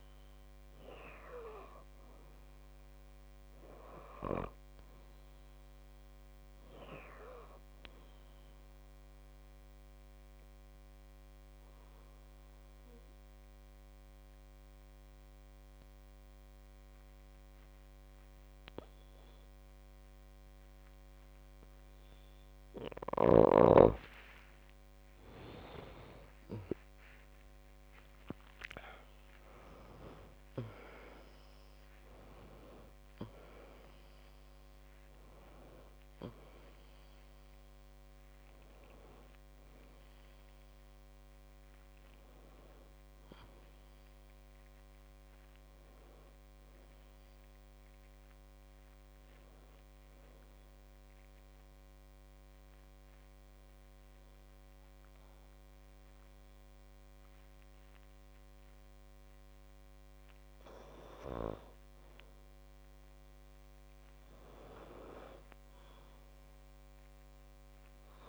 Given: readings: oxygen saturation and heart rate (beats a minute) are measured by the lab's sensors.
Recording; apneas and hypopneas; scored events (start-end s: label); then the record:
breathing in sleep by a microphone on the trachea; 2
0.00-1.00 s: arousal
10.00-23.00 s: obstructive apnea (oxygen 97% before, 90% lowest, heart rate 56 before, 54 extreme, up 22 after)
26.00-31.50 s: arousal
28.00-56.00 s: oxygen desaturation (device-marked, oxygen 96% before, 90% lowest, heart rate 59 before, 51 extreme)
51.50-61.50 s: obstructive apnea (oxygen 96% before, 90% lowest, heart rate 63 before, 51 extreme, up 4 after)
62.50-65.50 s: arousal
From the record:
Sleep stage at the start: N2 (light sleep); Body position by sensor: on the back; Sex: female